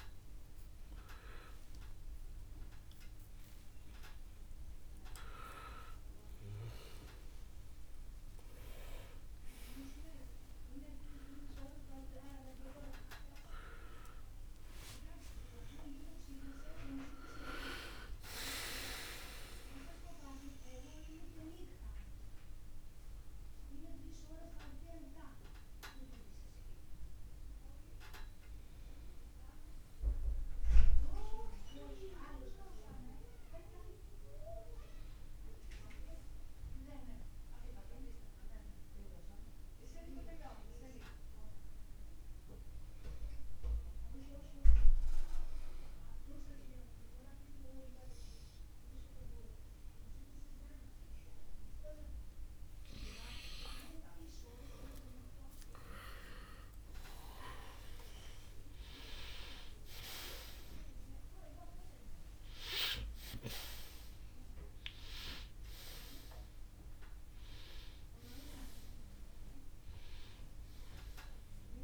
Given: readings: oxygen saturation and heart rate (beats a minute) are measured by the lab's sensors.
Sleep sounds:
a person awake in a sleep study, by a room microphone; none
53.50-71.84 s: oxygen desaturation (device-marked, oxygen 98% before, 93% lowest, heart rate 71 before, 68 extreme)
60.50-71.84 s: new sleep stage, N1 (lightest sleep)
From the record:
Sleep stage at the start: awake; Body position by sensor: on the right side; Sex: male

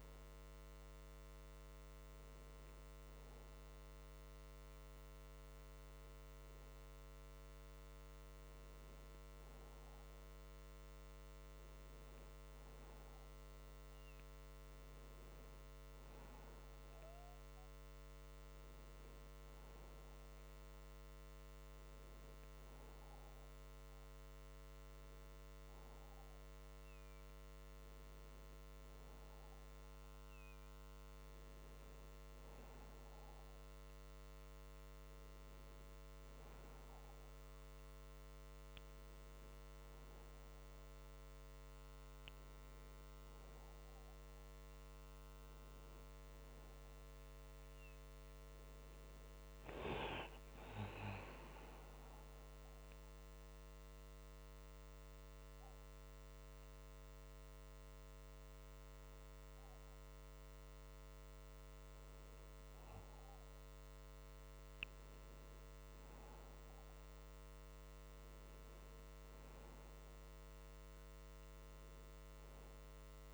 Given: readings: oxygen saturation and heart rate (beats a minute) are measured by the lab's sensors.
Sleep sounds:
breathing in sleep, hard to hear, by a microphone on the trachea; none
none scored
From the record:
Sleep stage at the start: N1 (lightest sleep); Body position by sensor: on the back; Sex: male

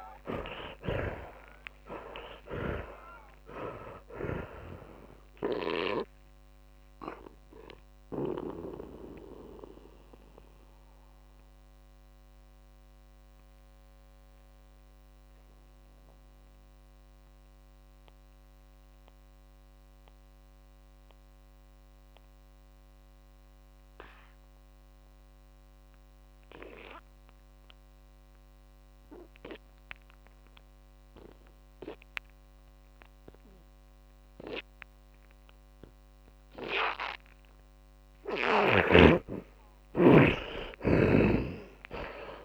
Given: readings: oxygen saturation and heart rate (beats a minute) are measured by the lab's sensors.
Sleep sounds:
breathing in sleep by a microphone on the trachea; 1
0.00-1.00 s: arousal
0.00-8.50 s: snoring (device-marked)
0.00-23.50 s: oxygen desaturation (device-marked, oxygen 78% lowest)
12.00-37.50 s: mixed apnea (oxygen 100% before, 78% lowest)
32.50-42.45 s: oxygen desaturation (device-marked, oxygen 100% before, 79% lowest)
39.00-42.45 s: snoring (device-marked)
From the record:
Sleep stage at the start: N2 (light sleep); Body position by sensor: on the back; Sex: male

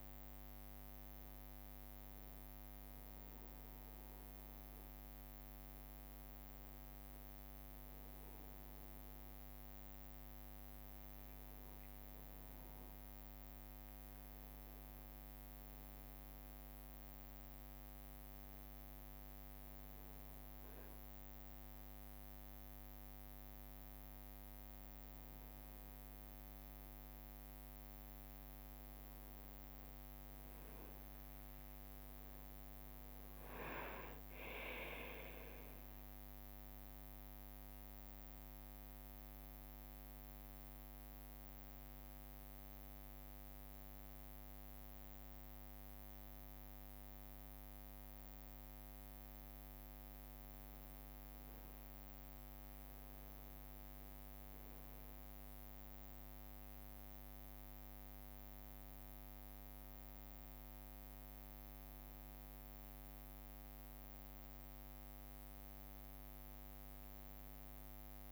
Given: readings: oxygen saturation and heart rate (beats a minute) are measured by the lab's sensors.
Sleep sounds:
a person awake in a sleep study, hard to hear, by a microphone on the trachea; none
0.00-3.50 s: leg movement (device-marked)
0.00-8.00 s: drop in pulse transit time (device-marked, heart rate 65 extreme)
5.00-8.50 s: leg movement (device-marked)
10.00-15.00 s: leg movement (device-marked)
15.50-20.50 s: leg movement (device-marked)
22.00-26.50 s: leg movement (device-marked)
30.00-32.00 s: long interval between heartbeats (device-marked, heart rate 66 before, 72 extreme)
31.50-41.50 s: leg movement (device-marked)
34.50-36.50 s: long interval between heartbeats (device-marked, heart rate 68 before, 86 extreme)
36.00-51.00 s: drop in pulse transit time (device-marked, heart rate 70 before, 60 extreme)
41.50-45.50 s: leg movement (device-marked)
47.00-57.00 s: leg movement (device-marked)
58.50-63.50 s: leg movement (device-marked)
65.50-68.32 s: leg movement (device-marked)
From the record:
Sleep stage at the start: awake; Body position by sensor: on the back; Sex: male

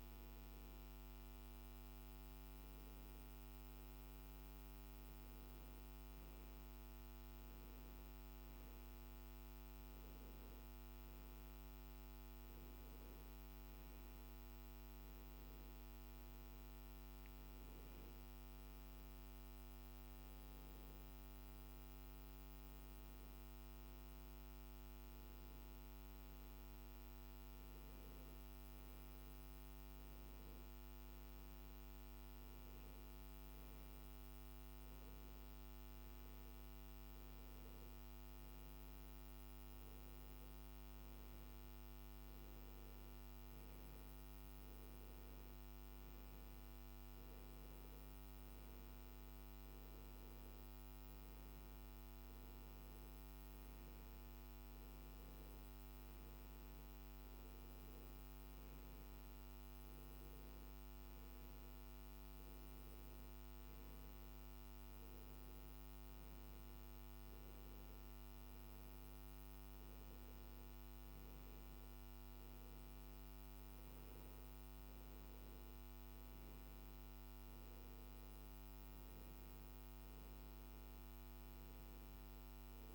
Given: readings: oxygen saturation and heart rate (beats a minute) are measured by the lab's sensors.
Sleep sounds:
a person awake in a sleep study, hard to hear, by a microphone on the trachea; none
none scored
From the record:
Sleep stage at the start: awake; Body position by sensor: on the back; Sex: male

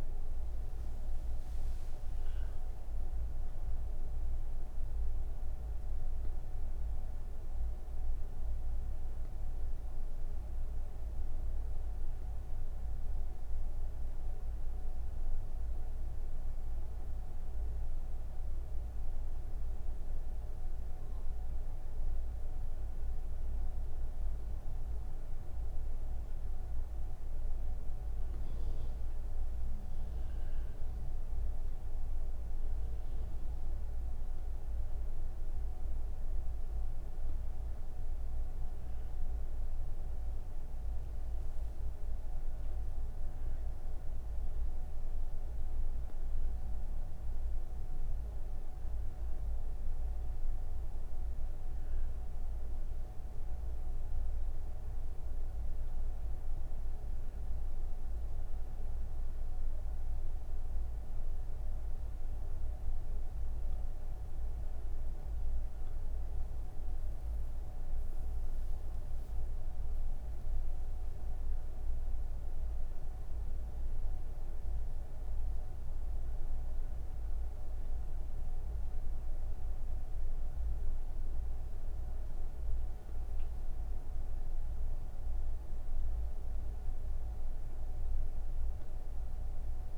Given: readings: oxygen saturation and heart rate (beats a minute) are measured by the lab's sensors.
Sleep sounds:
breathing in sleep, hard to hear, by a room microphone; none
23.50-89.98 s: new sleep stage, N1 (lightest sleep)
52.50-69.50 s: oxygen desaturation (device-marked, oxygen 97% before, 91% lowest)
From the record:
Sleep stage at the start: N3 (deep sleep); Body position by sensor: on the back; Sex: female

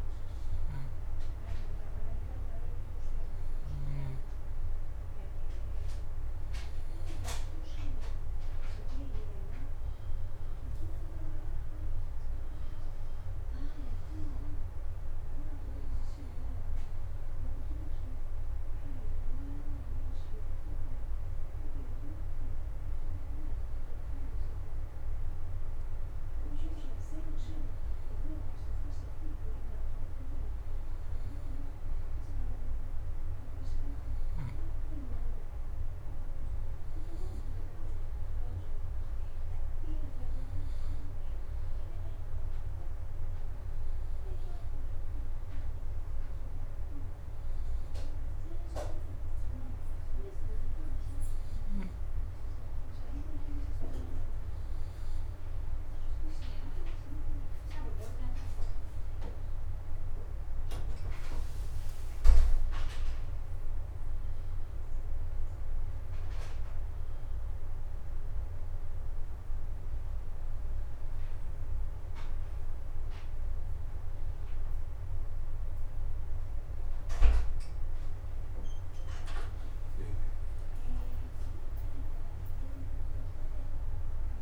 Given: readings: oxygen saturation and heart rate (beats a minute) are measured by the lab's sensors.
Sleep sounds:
breathing in sleep by a room microphone; none
1.00-28.00 s: oxygen desaturation (device-marked, oxygen 91% before, 88% lowest)
8.00-12.00 s: arousal
36.00-43.00 s: oxygen desaturation (device-marked, oxygen 95% before, 89% lowest)
61.00-65.00 s: arousal
From the record:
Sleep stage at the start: N2 (light sleep); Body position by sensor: on the back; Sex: male

